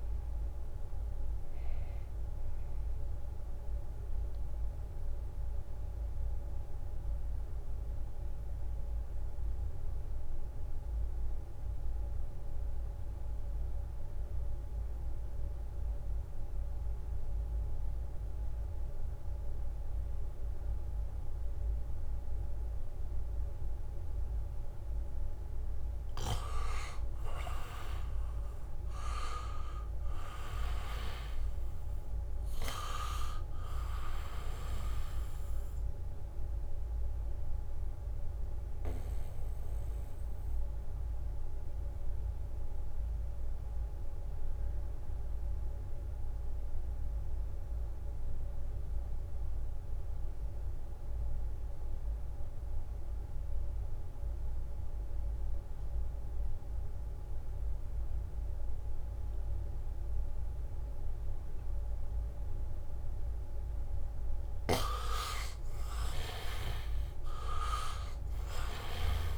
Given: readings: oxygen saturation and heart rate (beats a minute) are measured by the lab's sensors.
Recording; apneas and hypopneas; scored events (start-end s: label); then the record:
breathing in sleep by a room microphone; 2
0.00-8.00 s: oxygen desaturation (device-marked, oxygen 77% lowest, heart rate 67 extreme)
5.50-24.00 s: mixed apnea (oxygen 88% before, 80% lowest, heart rate 79 before, 69 extreme)
24.00-49.00 s: oxygen desaturation (device-marked, oxygen 99% before, 85% lowest, heart rate 78 before, 67 extreme)
26.50-30.50 s: arousal
37.50-64.00 s: mixed apnea (oxygen 99% before, 80% lowest, heart rate 73 before, 67 extreme)
51.00-60.50 s: leg movement (device-marked)
60.00-69.38 s: oxygen desaturation (device-marked, oxygen 98% before, 80% lowest, heart rate 75 before, 67 extreme)
64.50-69.38 s: snoring (device-marked)
66.00-69.38 s: arousal
67.50-69.00 s: leg movement (device-marked)
From the record:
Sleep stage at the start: N2 (light sleep); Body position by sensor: on the back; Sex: male